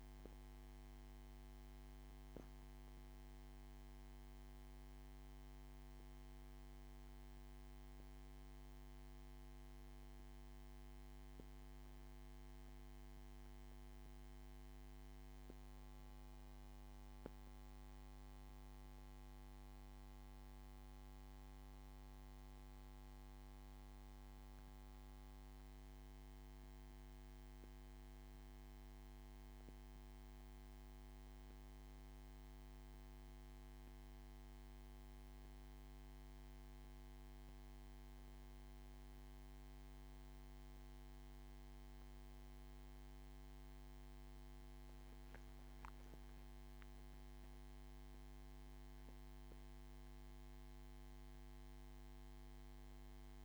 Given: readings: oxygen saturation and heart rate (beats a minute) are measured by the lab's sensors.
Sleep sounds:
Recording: breathing in sleep, hard to hear, by a microphone on the trachea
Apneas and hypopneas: none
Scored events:
none scored
From the record:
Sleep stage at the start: N1 (lightest sleep)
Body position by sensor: on the back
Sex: male

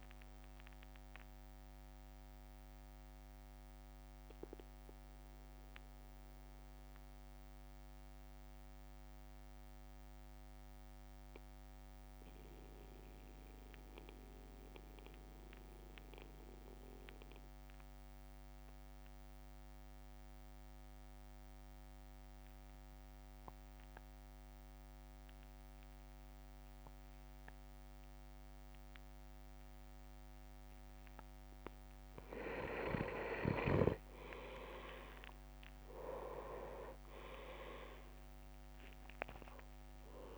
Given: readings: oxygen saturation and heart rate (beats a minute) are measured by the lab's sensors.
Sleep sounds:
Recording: breathing in sleep by a microphone on the trachea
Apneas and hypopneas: 1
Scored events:
0.00-1.50 s: drop in pulse transit time (device-marked, heart rate 53 extreme)
3.50-31.00 s: mixed apnea (oxygen 100% before, 94% lowest, heart rate 55 before, 49 extreme, up 8 after)
8.50-17.50 s: oxygen desaturation (device-marked, oxygen 97% before, 94% lowest, heart rate 55 before, 52 extreme)
33.00-37.50 s: arousal
33.00-38.00 s: leg movement (device-marked)
33.50-40.38 s: oxygen desaturation (device-marked, oxygen 99% before, 95% lowest, heart rate 54 before, 49 extreme)
36.50-40.38 s: drop in pulse transit time (device-marked, heart rate 54 before, 52 extreme)
From the record:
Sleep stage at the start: N2 (light sleep)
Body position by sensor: on the back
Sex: male

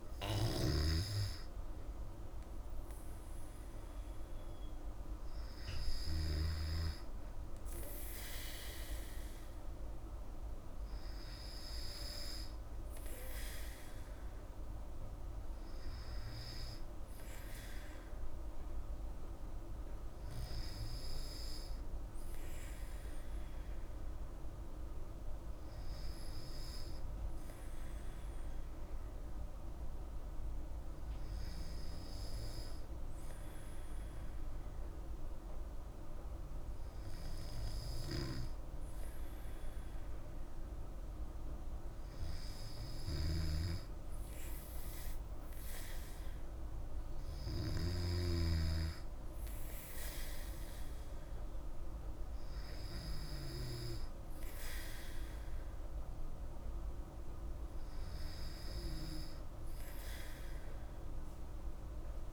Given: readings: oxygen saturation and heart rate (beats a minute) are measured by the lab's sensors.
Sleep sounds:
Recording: breathing in sleep by a room microphone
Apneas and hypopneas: 1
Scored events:
0.00-6.50 s: snoring (device-marked)
15.00-19.00 s: arousal
23.50-40.00 s: hypopnea (oxygen 98% before, 96% lowest, heart rate 55 before, 54 extreme, up 4 after)
41.50-45.00 s: arousal
43.00-48.00 s: snoring (device-marked)
From the record:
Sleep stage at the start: N2 (light sleep)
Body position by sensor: on the back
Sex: female

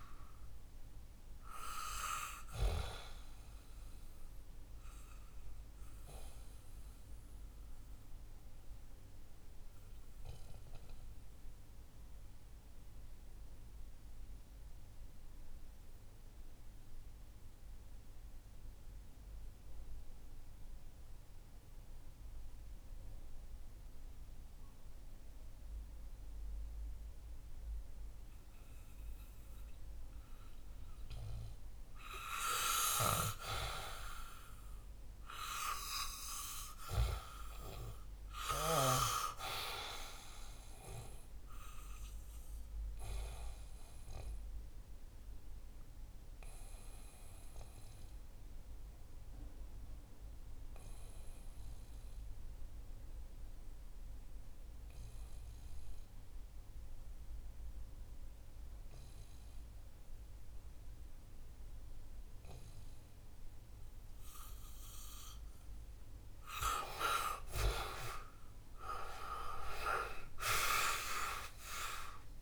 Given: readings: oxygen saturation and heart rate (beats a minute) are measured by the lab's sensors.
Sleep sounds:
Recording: breathing in sleep by a room microphone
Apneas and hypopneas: 2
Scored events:
0.00-20.50 s: oxygen desaturation (device-marked, oxygen 90% lowest, heart rate 60 extreme)
5.50-31.00 s: obstructive apnea (oxygen 98% before, 89% lowest, heart rate 66 before, 61 extreme, up 6 after)
34.50-38.00 s: arousal
36.50-63.50 s: oxygen desaturation (device-marked, oxygen 98% before, 89% lowest, heart rate 64 before, 58 extreme)
44.50-64.50 s: obstructive apnea (oxygen 98% before, 89% lowest, heart rate 65 before, 58 extreme, up 10 after)
66.50-70.50 s: arousal
From the record:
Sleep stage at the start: N2 (light sleep)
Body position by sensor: on the back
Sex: male

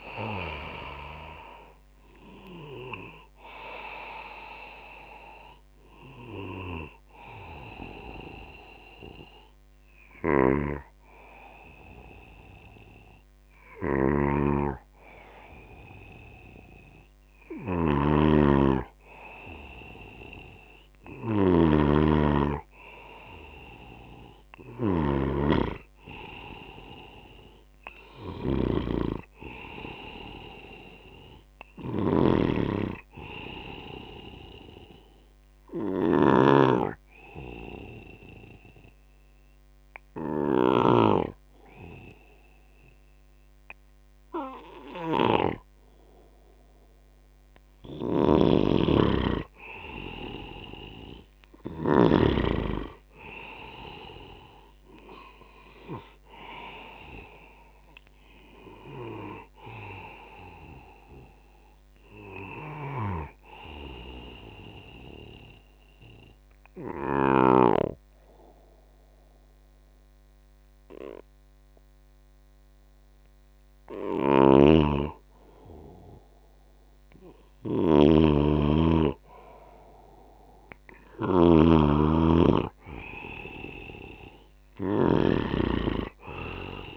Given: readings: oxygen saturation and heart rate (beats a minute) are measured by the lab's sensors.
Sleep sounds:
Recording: breathing in sleep by a microphone on the trachea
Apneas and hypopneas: 2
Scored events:
10.00-41.00 s: snoring (device-marked)
29.00-33.00 s: arousal
30.50-86.97 s: new sleep stage, N2 (light sleep)
35.50-47.50 s: obstructive apnea (oxygen 97% before, 93% lowest, heart rate 80 before, 74 extreme, up 11 after)
48.00-52.00 s: snoring (device-marked)
50.50-54.50 s: arousal
55.50-67.50 s: oxygen desaturation (device-marked, oxygen 96% before, 93% lowest, heart rate 78 before, 73 extreme)
64.00-75.00 s: obstructive apnea (oxygen 96% before, 94% lowest, heart rate 84 before, 73 extreme, up 5 after)
74.00-86.97 s: snoring (device-marked)
77.50-81.00 s: arousal
From the record:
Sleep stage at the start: N1 (lightest sleep)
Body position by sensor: on the back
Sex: male

